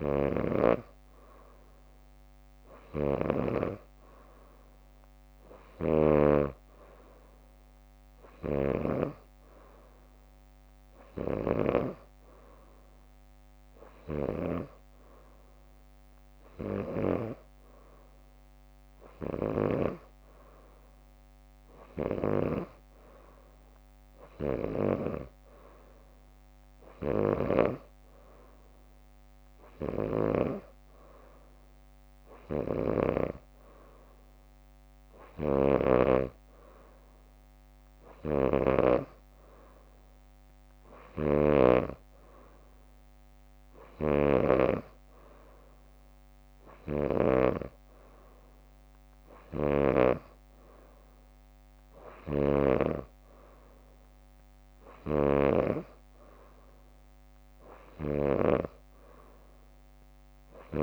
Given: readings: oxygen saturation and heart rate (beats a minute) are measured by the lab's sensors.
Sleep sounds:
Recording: breathing in sleep by a microphone on the trachea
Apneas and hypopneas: none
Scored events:
8.00-12.50 s: leg movement (device-marked)
27.00-28.50 s: leg movement (device-marked)
44.00-47.50 s: snoring (device-marked)
49.50-53.00 s: snoring (device-marked)
From the record:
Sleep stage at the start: N2 (light sleep)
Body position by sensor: on the back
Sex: female

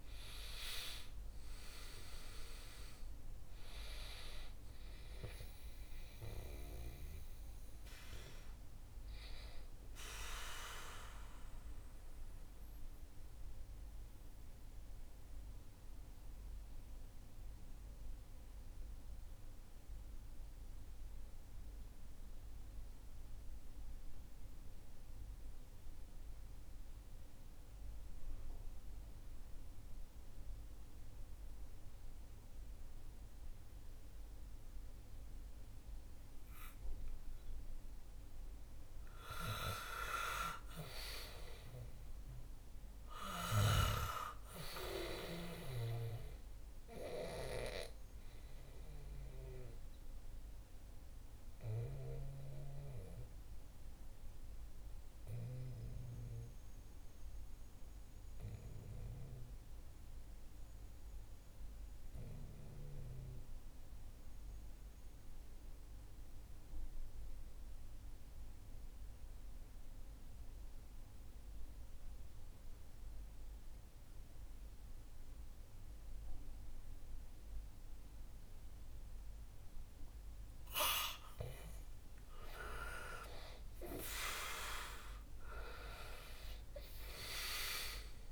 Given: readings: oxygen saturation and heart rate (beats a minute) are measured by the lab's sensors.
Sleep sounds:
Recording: breathing in sleep by a room microphone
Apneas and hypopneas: 2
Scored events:
0.00-23.00 s: oxygen desaturation (device-marked, oxygen 89% lowest, heart rate 61 extreme)
11.50-37.50 s: mixed apnea (oxygen 97% before, 89% lowest, heart rate 67 before, 62 extreme, up 5 after)
39.50-44.00 s: arousal
43.00-66.00 s: oxygen desaturation (device-marked, oxygen 97% before, 92% lowest, heart rate 64 before, 63 extreme)
48.50-79.50 s: obstructive apnea (oxygen 99% before, 89% lowest, heart rate 65 before, 57 extreme, up 8 after)
82.00-87.50 s: arousal
84.00-88.32 s: oxygen desaturation (device-marked, oxygen 95% before, 89% lowest, heart rate 64 before, 57 extreme)
From the record:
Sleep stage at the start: N2 (light sleep)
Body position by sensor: on the back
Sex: male

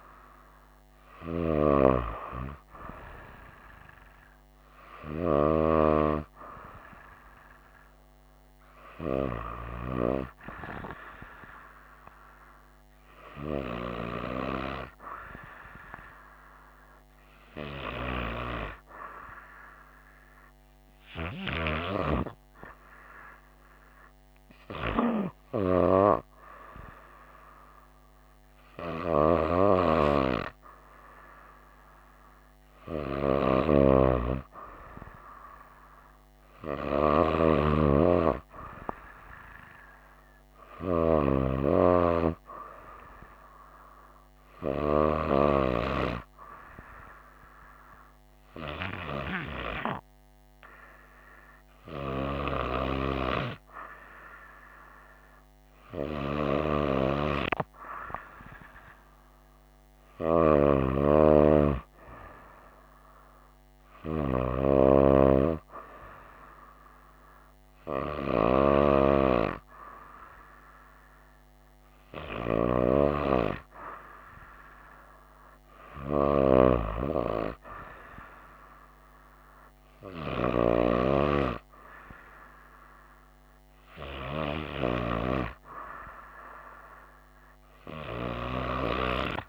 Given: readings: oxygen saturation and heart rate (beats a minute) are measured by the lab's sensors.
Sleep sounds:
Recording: breathing in sleep by a microphone on the trachea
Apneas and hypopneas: none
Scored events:
none scored
From the record:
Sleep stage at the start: N2 (light sleep)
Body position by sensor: on the right side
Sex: female

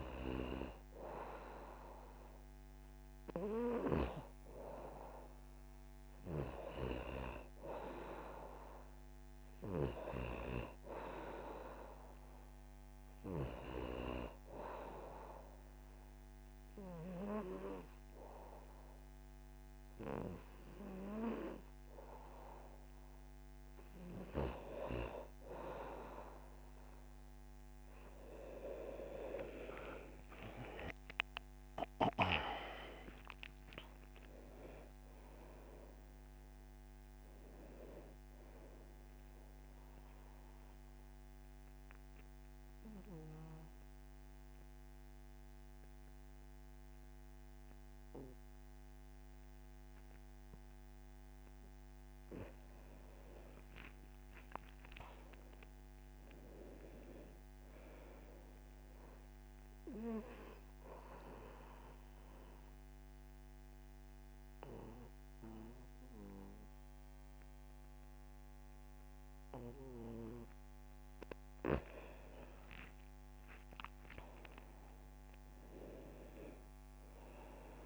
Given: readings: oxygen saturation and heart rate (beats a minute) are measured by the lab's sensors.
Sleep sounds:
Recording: breathing in sleep by a microphone on the trachea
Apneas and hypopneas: 3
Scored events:
14.50-24.50 s: obstructive apnea (oxygen 95% before, 89% lowest, heart rate 81 before, 77 extreme, up 1 after)
30.00-33.50 s: arousal
32.00-50.00 s: oxygen desaturation (device-marked, oxygen 95% before, 89% lowest, heart rate 82 before, 76 extreme)
39.50-52.00 s: obstructive apnea (oxygen 95% before, 89% lowest, heart rate 82 before, 76 extreme, up 5 after)
54.00-57.00 s: arousal
55.00-73.00 s: oxygen desaturation (device-marked, oxygen 100% before, 91% lowest, heart rate 79 before, 69 extreme)
59.50-70.50 s: obstructive apnea (oxygen 100% before, 90% lowest, heart rate 79 before, 69 extreme, up 6 after)
72.50-75.00 s: arousal
From the record:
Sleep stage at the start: N2 (light sleep)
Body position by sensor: on the back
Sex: male

